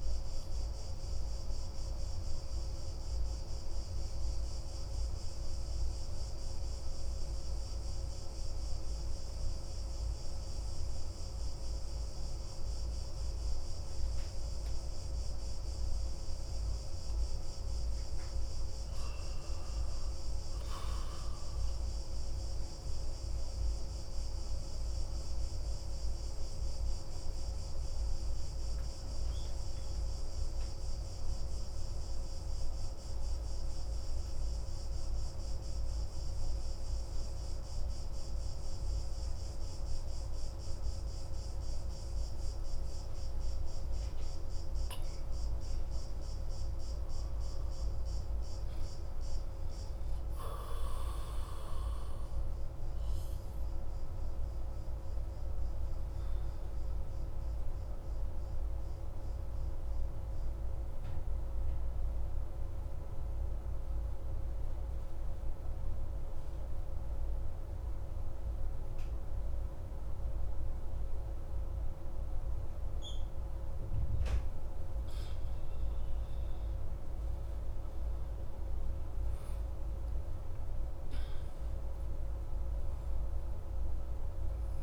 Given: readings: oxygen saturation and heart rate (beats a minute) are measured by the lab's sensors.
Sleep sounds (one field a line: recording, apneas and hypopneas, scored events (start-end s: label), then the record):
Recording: breathing in sleep, hard to hear, by a room microphone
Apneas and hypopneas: 3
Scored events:
0.50-16.50 s: obstructive apnea (oxygen 97% before, 88% lowest)
18.00-21.50 s: arousal
18.00-31.00 s: oxygen desaturation (device-marked, oxygen 92% before, 88% lowest)
25.00-42.50 s: obstructive apnea (oxygen 93% before, 88% lowest)
45.50-49.00 s: arousal
53.50-73.50 s: obstructive apnea (oxygen 97% before, 94% lowest)
76.00-80.50 s: arousal
From the record:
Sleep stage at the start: N2 (light sleep)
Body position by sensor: on the back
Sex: male